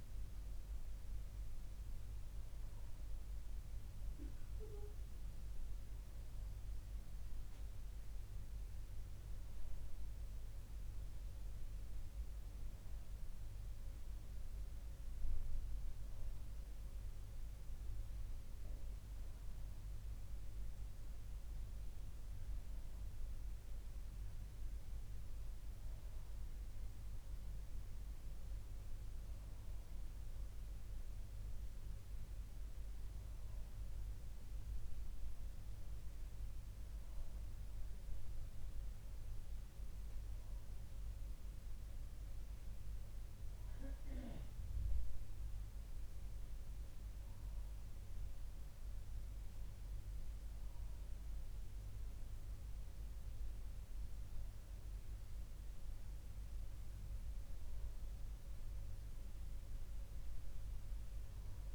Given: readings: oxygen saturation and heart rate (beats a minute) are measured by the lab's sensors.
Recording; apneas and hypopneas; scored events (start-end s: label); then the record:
breathing in sleep, hard to hear, by a room microphone; none
none scored
From the record:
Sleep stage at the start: N2 (light sleep); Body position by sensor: on the left side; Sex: male